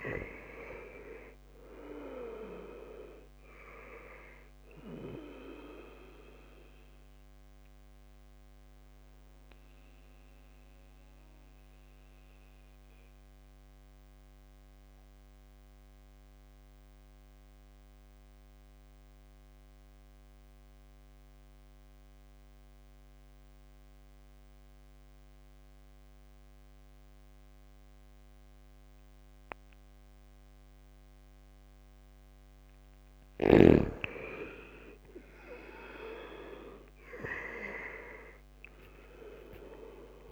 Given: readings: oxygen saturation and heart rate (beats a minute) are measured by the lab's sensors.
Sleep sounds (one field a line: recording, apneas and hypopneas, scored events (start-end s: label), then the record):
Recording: breathing in sleep by a microphone on the trachea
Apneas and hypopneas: 1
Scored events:
0.00-25.00 s: oxygen desaturation (device-marked, oxygen 98% before, 81% lowest, heart rate 71 before, 61 extreme)
5.00-31.00 s: central apnea (oxygen 98% before, 80% lowest, heart rate 71 before, 61 extreme, up 2 after)
33.00-38.00 s: arousal
36.00-40.32 s: oxygen desaturation (device-marked, oxygen 99% before, 80% lowest, heart rate 70 before, 63 extreme)
From the record:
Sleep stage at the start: N2 (light sleep)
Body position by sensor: on the back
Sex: male